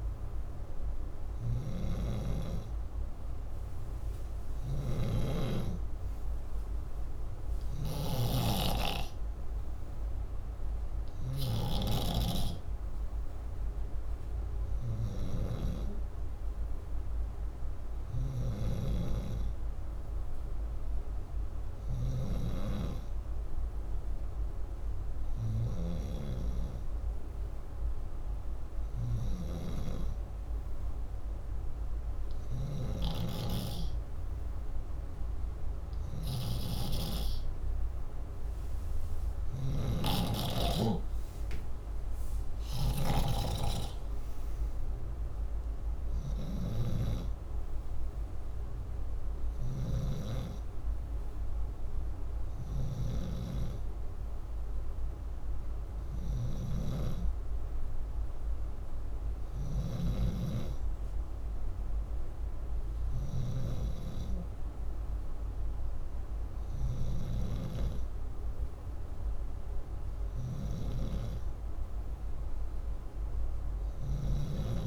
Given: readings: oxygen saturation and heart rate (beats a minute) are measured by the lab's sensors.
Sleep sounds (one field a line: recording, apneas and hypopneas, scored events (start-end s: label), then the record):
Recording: breathing in sleep by a room microphone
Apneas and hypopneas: none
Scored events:
0.00-2.00 s: snoring (device-marked)
4.00-11.00 s: snoring (device-marked)
4.00-17.00 s: oxygen desaturation (device-marked, oxygen 97% before, 93% lowest, heart rate 64 before, 62 extreme)
17.50-22.50 s: snoring (device-marked)
32.00-59.50 s: snoring (device-marked)
73.50-74.87 s: snoring (device-marked)
From the record:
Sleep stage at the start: N2 (light sleep)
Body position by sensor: upright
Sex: male